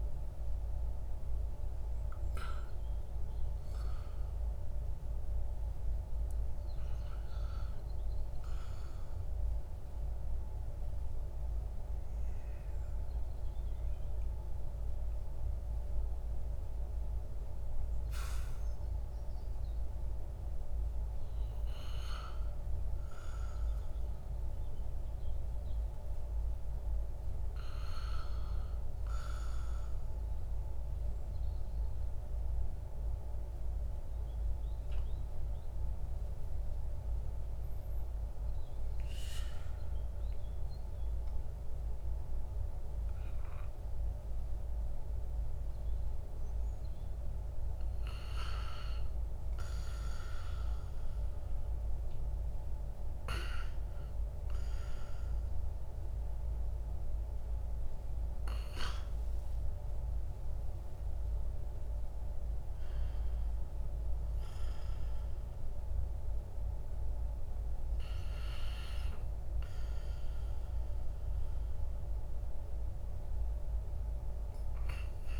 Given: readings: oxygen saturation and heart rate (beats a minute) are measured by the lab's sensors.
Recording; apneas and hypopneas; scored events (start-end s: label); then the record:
breathing in sleep, hard to hear, by a room microphone; 1
40.50-52.00 s: obstructive apnea (oxygen 99% before, 95% lowest, heart rate 61 before, 50 extreme, up 10 after)
58.50-63.00 s: arousal
From the record:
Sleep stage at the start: REM sleep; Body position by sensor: on the back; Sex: male